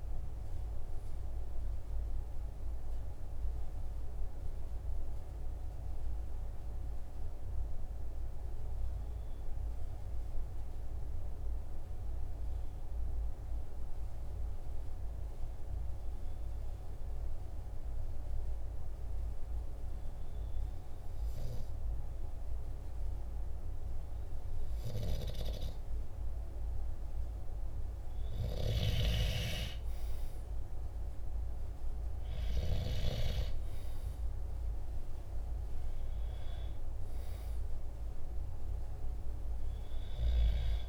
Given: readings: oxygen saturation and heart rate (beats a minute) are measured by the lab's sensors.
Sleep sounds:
breathing in sleep by a room microphone; 1
5.00-27.00 s: hypopnea (oxygen 96% before, 94% lowest, heart rate 47 before, 43 extreme, up 3 after)
29.00-34.00 s: arousal
From the record:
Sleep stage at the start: N2 (light sleep); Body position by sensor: on the back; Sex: male

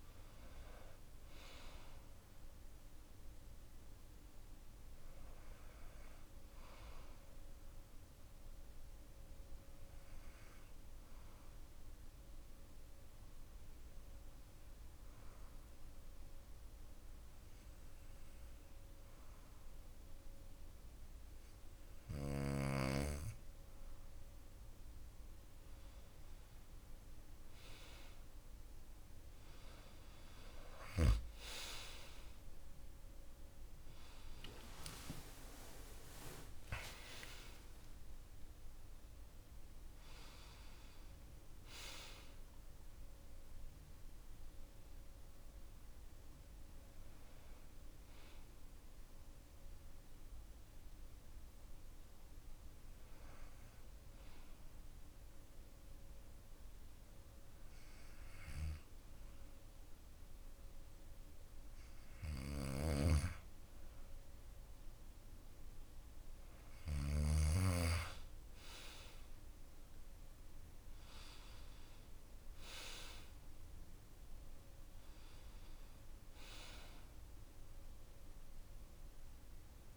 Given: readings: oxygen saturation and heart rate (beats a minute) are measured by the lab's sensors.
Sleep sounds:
breathing in sleep by a room microphone; 2
9.00-21.50 s: hypopnea (oxygen 96% before, 91% lowest)
24.50-28.00 s: arousal
27.50-45.50 s: oxygen desaturation (device-marked, oxygen 96% before, 91% lowest)
53.00-64.50 s: hypopnea (oxygen 95% before, 92% lowest)
62.00-67.00 s: snoring (device-marked)
67.00-71.00 s: arousal
69.50-79.97 s: oxygen desaturation (device-marked, oxygen 97% before, 92% lowest)
From the record:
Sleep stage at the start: N2 (light sleep); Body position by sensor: on the back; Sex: male

